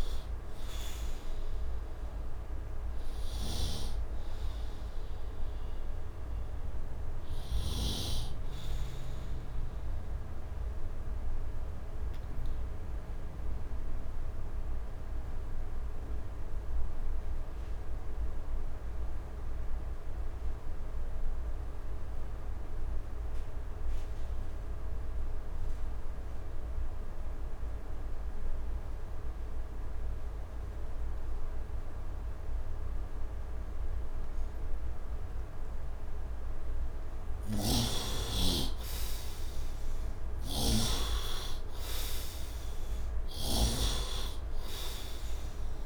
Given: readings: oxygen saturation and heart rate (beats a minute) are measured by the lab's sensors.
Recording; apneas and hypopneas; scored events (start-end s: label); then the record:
breathing in sleep by a room microphone; 1
0.00-25.50 s: oxygen desaturation (device-marked, oxygen 72% lowest, heart rate 68 extreme)
3.00-8.00 s: snoring (device-marked)
10.00-37.50 s: obstructive apnea (oxygen 97% before, 72% lowest, heart rate 78 before, 68 extreme, up 12 after)
35.50-45.86 s: oxygen desaturation (device-marked, oxygen 100% before, 76% lowest, heart rate 71 before, 68 extreme)
38.00-42.50 s: arousal
40.00-45.86 s: snoring (device-marked)
From the record:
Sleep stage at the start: N2 (light sleep); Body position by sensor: on the right side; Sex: male